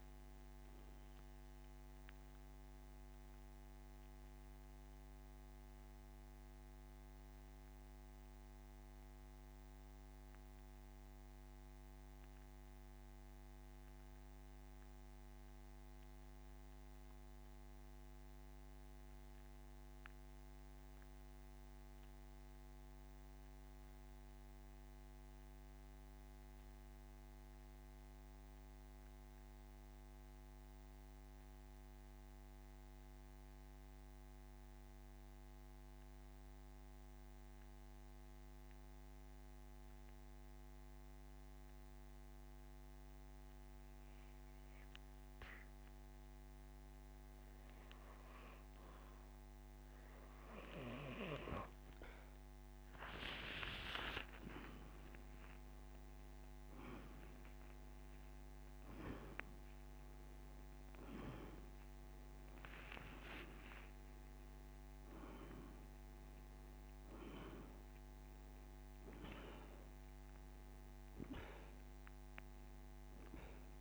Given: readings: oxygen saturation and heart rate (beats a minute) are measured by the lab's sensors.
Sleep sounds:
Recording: breathing in sleep by a microphone on the trachea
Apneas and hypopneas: 1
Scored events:
0.00-41.50 s: oxygen desaturation (device-marked, oxygen 84% lowest)
5.00-48.00 s: central apnea (oxygen 97% before, 84% lowest)
53.00-57.50 s: arousal
55.50-73.81 s: oxygen desaturation (device-marked, oxygen 98% before, 84% lowest)
From the record:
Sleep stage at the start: N2 (light sleep)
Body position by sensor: on the back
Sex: male

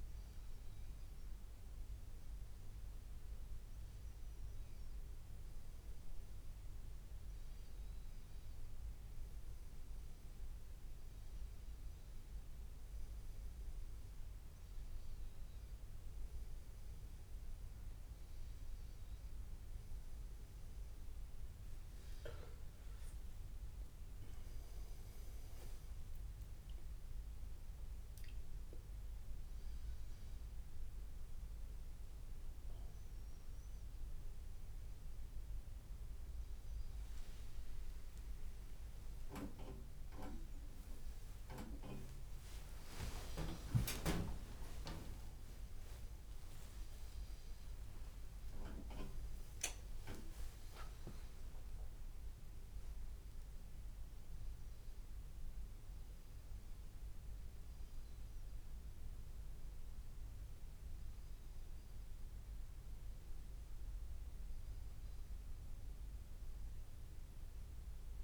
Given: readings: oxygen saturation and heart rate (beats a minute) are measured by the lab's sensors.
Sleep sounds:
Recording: breathing in sleep by a room microphone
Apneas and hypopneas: none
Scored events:
38.50-40.50 s: long interval between heartbeats (device-marked, heart rate 87 before, 91 extreme)
42.00-47.00 s: arousal
42.50-44.50 s: long interval between heartbeats (device-marked, heart rate 89 before, 94 extreme)
46.00-48.00 s: long interval between heartbeats (device-marked, heart rate 90 before, 100 extreme)
49.00-51.00 s: long interval between heartbeats (device-marked, heart rate 92 before, 107 extreme)
From the record:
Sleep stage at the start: N1 (lightest sleep)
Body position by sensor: on the back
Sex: male

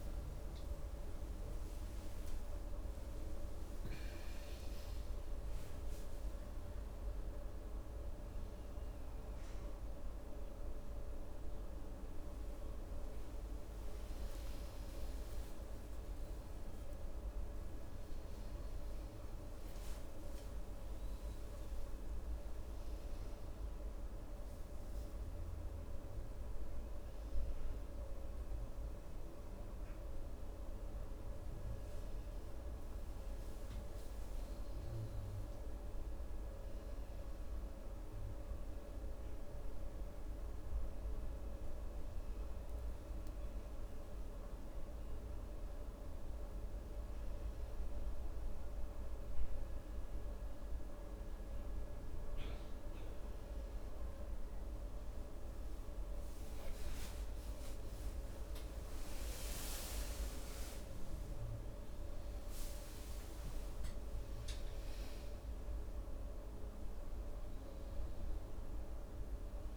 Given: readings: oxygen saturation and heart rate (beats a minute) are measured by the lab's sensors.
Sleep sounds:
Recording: a person awake in a sleep study, hard to hear, by a room microphone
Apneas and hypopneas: none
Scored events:
0.00-5.50 s: oxygen desaturation (device-marked, oxygen 92% lowest, heart rate 71 extreme)
From the record:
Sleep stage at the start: awake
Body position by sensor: on the right side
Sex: male

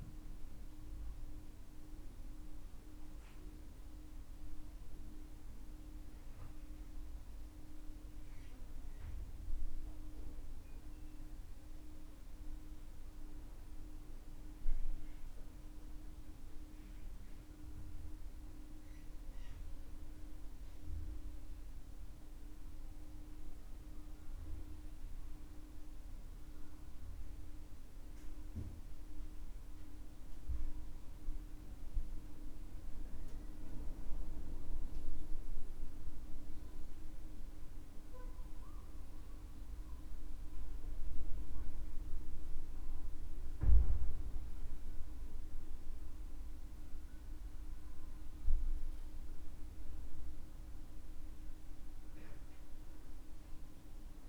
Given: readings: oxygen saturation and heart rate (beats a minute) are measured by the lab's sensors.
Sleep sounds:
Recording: breathing in sleep, hard to hear, by a room microphone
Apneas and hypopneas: none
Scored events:
0.00-2.00 s: oxygen desaturation (device-marked, oxygen 94% lowest, heart rate 66 extreme)
From the record:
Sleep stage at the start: N2 (light sleep)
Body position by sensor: on the back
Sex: male

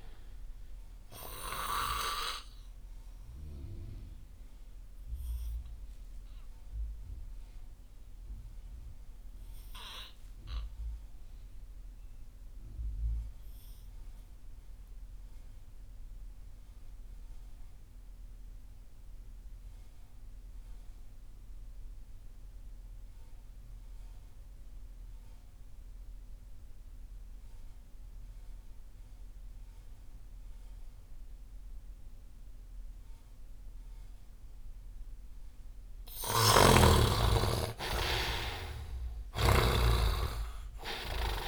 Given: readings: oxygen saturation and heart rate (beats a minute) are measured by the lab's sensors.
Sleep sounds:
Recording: breathing in sleep by a room microphone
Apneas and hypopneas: 1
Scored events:
0.00-15.50 s: oxygen desaturation (device-marked, oxygen 83% lowest)
2.50-34.50 s: obstructive apnea (oxygen 99% before, 62% lowest)
17.50-41.48 s: oxygen desaturation (device-marked, oxygen 97% before, 62% lowest)
36.50-41.48 s: snoring (device-marked)
37.50-40.50 s: arousal
From the record:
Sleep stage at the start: REM sleep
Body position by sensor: on the right side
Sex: male

